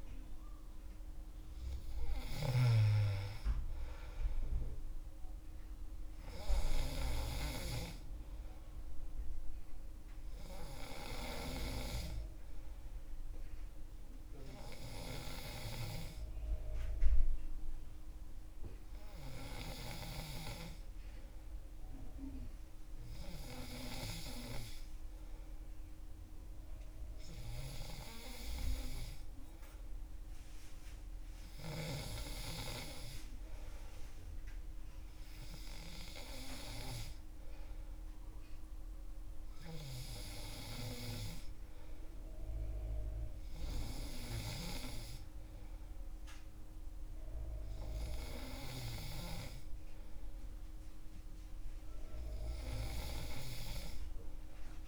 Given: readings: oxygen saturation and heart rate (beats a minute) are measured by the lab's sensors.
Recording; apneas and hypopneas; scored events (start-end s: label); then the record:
breathing in sleep by a room microphone; none
none scored
From the record:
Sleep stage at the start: N3 (deep sleep); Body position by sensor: on the back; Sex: male